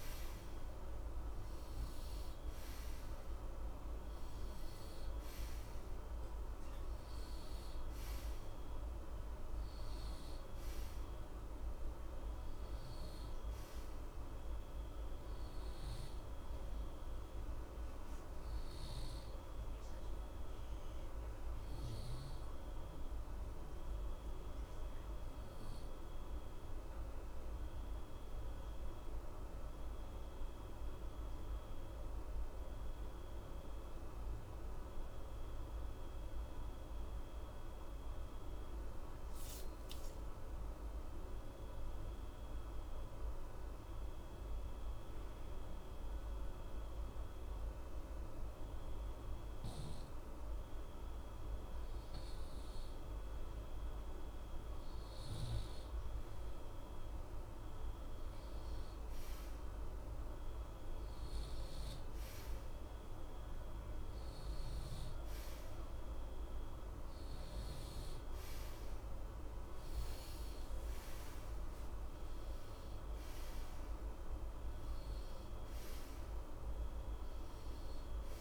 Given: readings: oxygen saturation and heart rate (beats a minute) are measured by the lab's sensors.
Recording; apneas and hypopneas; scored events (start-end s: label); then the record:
breathing in sleep, hard to hear, by a room microphone; 1
0.00-27.50 s: oxygen desaturation (device-marked, oxygen 89% lowest, heart rate 61 extreme)
23.50-50.50 s: obstructive apnea (oxygen 94% before, 89% lowest, heart rate 61 before, 61 extreme, up 0 after)
53.00-57.00 s: arousal
59.50-78.41 s: oxygen desaturation (device-marked, oxygen 95% before, 89% lowest, heart rate 69 before, 60 extreme)
From the record:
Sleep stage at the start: N2 (light sleep); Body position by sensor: on the right side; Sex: male